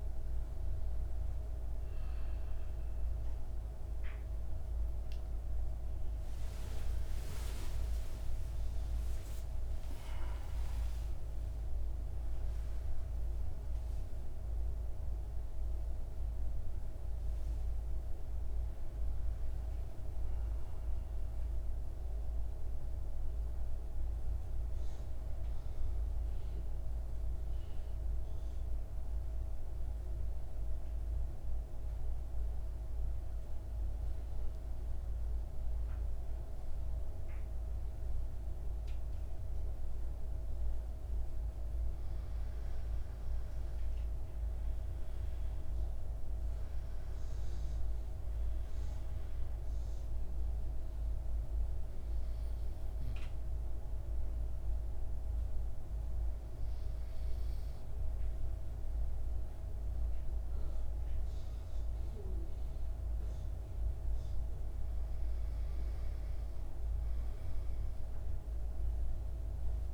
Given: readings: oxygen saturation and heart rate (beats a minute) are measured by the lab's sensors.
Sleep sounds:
breathing in sleep, hard to hear, by a room microphone; 2
26.50-41.00 s: central apnea (oxygen 98% before, 89% lowest, heart rate 75 before, 56 extreme, up 4 after)
28.00-69.94 s: new sleep stage, N2 (light sleep)
43.00-46.50 s: arousal
47.00-61.00 s: oxygen desaturation (device-marked, oxygen 97% before, 89% lowest, heart rate 60 before, 56 extreme)
51.50-64.00 s: obstructive apnea (oxygen 98% before, 89% lowest, heart rate 58 before, 53 extreme, up 6 after)
From the record:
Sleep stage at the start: N1 (lightest sleep); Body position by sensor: on the back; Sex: male

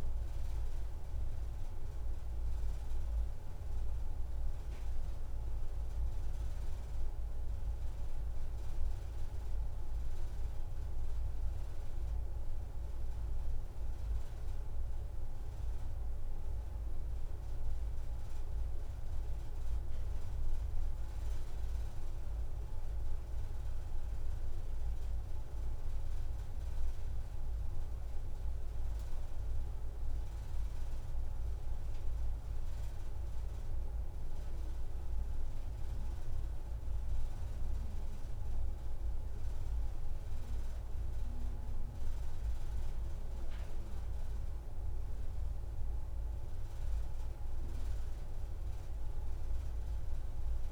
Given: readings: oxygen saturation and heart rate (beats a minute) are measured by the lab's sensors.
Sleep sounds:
breathing in sleep, hard to hear, by a room microphone; none
none scored
From the record:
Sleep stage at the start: N1 (lightest sleep); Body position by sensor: on the back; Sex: female

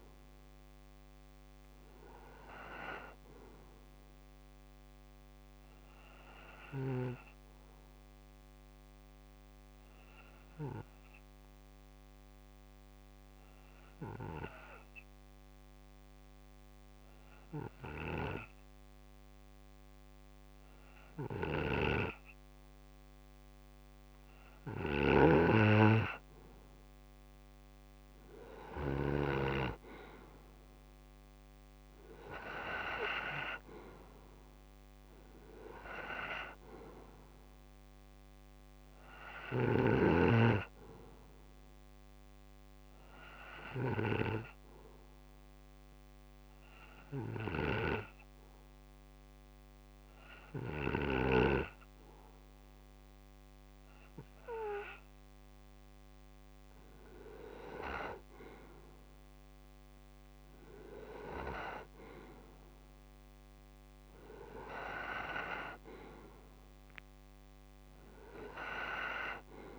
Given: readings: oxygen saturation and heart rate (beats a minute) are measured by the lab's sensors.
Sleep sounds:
breathing in sleep by a microphone on the trachea; 2
0.00-5.00 s: oxygen desaturation (device-marked, oxygen 92% lowest)
5.00-23.50 s: obstructive apnea (oxygen 94% before, 90% lowest)
17.50-29.00 s: snoring (device-marked)
27.00-30.00 s: arousal
28.00-52.00 s: oxygen desaturation (device-marked, oxygen 96% before, 90% lowest)
42.00-57.00 s: obstructive apnea (oxygen 96% before, 90% lowest)
58.50-62.00 s: arousal
From the record:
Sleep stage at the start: N2 (light sleep); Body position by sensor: on the right side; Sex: male

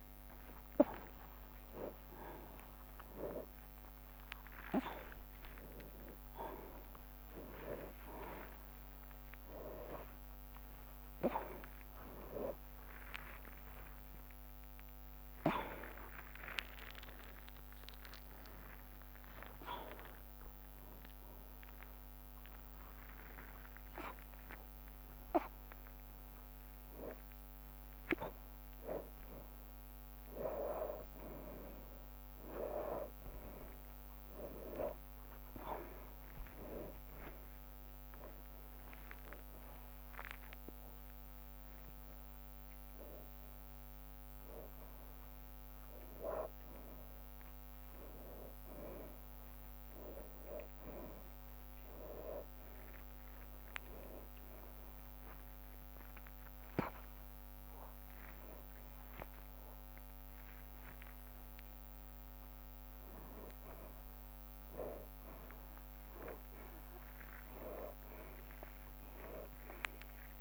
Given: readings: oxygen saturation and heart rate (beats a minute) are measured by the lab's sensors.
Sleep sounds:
a person awake in a sleep study, by a microphone on the trachea; none
0.00-2.00 s: long interval between heartbeats (device-marked, heart rate 101 before, 159 extreme)
0.00-12.00 s: drop in pulse transit time (device-marked, heart rate 105 extreme)
0.00-14.00 s: tachycardia (device-marked, heart rate 196 extreme)
3.00-5.00 s: long interval between heartbeats (device-marked, heart rate 113 before, 129 extreme)
8.00-10.00 s: long interval between heartbeats (device-marked, heart rate 127 before, 105 extreme)
10.00-12.00 s: long interval between heartbeats (device-marked, heart rate 131 before, 115 extreme)
14.00-16.00 s: long interval between heartbeats (device-marked, heart rate 140 before, 110 extreme)
22.00-24.00 s: long interval between heartbeats (device-marked, heart rate 108 before, 72 extreme)
22.00-45.00 s: tachycardia (device-marked, heart rate 96 before, 182 extreme)
23.00-33.00 s: drop in pulse transit time (device-marked, heart rate 105 before, 93 extreme)
24.00-26.00 s: long interval between heartbeats (device-marked, heart rate 103 before, 98 extreme)
27.00-29.00 s: long interval between heartbeats (device-marked, heart rate 100 before, 116 extreme)
33.00-35.00 s: long interval between heartbeats (device-marked, heart rate 103 before, 151 extreme)
40.00-42.00 s: long interval between heartbeats (device-marked, heart rate 126 before, 146 extreme)
42.50-44.50 s: long interval between heartbeats (device-marked, heart rate 135 before, 161 extreme)
46.00-70.41 s: tachycardia (device-marked, heart rate 100 before, 179 extreme)
47.50-49.50 s: long interval between heartbeats (device-marked, heart rate 151 before, 99 extreme)
50.00-51.00 s: drop in pulse transit time (device-marked, heart rate 149 before, 106 extreme)
50.00-52.00 s: long interval between heartbeats (device-marked, heart rate 149 before, 106 extreme)
52.50-54.50 s: long interval between heartbeats (device-marked, heart rate 147 before, 131 extreme)
55.00-57.00 s: long interval between heartbeats (device-marked, heart rate 145 before, 144 extreme)
58.50-60.50 s: long interval between heartbeats (device-marked, heart rate 141 before, 115 extreme)
61.50-63.50 s: long interval between heartbeats (device-marked, heart rate 137 before, 128 extreme)
64.00-70.41 s: oxygen desaturation (device-marked, oxygen 100% before, 94% lowest, heart rate 132 before, 87 extreme)
65.50-67.50 s: long interval between heartbeats (device-marked, heart rate 131 before, 160 extreme)
68.00-70.00 s: long interval between heartbeats (device-marked, heart rate 136 before, 157 extreme)
From the record:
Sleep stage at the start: awake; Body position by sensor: upright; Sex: male

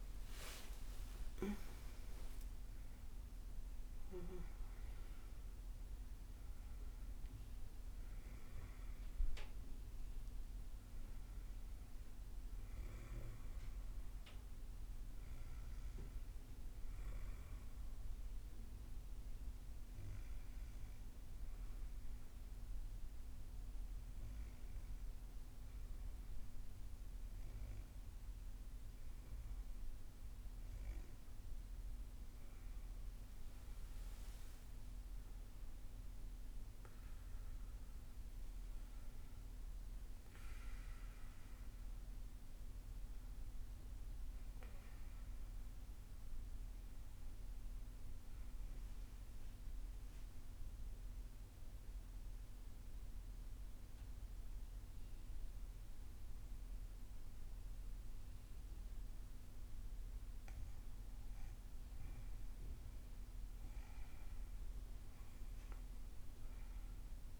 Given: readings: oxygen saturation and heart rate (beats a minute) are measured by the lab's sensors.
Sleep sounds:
breathing in sleep, hard to hear, by a room microphone; 2
18.00-30.50 s: hypopnea (oxygen 96% before, 95% lowest, heart rate 101 before, 56 extreme, up 16 after)
32.00-37.00 s: arousal
48.50-60.50 s: obstructive apnea (oxygen 99% before, 95% lowest, heart rate 65 before, 57 extreme, up 11 after)
62.00-67.40 s: arousal
From the record:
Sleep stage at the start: N2 (light sleep); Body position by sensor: on the back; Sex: female

